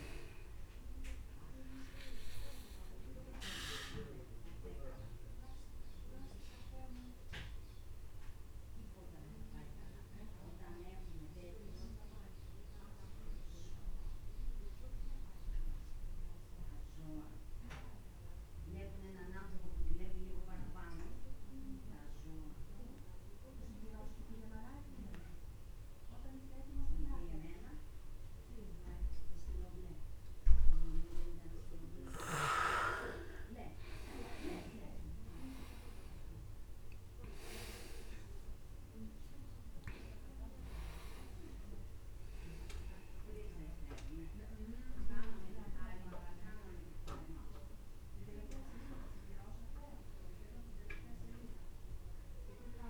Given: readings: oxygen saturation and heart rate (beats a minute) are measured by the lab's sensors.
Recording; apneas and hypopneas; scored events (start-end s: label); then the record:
breathing in sleep by a room microphone; 1
3.50-31.00 s: obstructive apnea (oxygen 99% before, 88% lowest, heart rate 46 before, 27 extreme, up 27 after)
29.50-52.90 s: oxygen desaturation (device-marked, oxygen 98% before, 88% lowest)
34.00-38.00 s: arousal
From the record:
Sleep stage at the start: N2 (light sleep); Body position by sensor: on the back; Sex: male